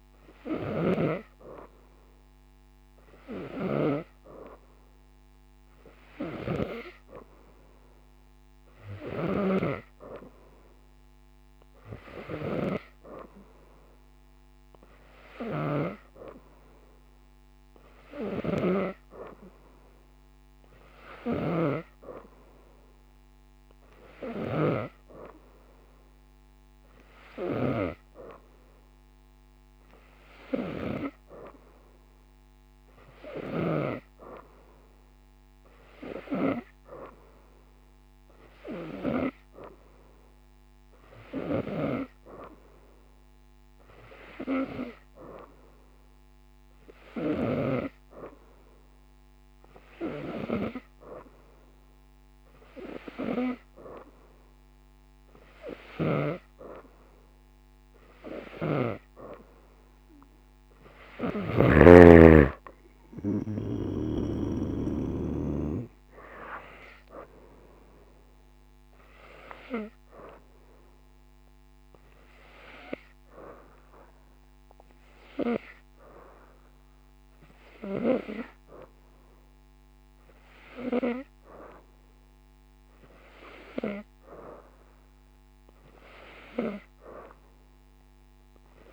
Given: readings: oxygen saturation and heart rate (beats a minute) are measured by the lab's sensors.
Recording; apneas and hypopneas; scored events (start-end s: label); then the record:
breathing in sleep by a microphone on the trachea; none
0.00-1.00 s: snoring (device-marked)
9.00-24.50 s: snoring (device-marked)
55.50-61.50 s: snoring (device-marked)
From the record:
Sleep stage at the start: N2 (light sleep); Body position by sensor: upright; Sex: female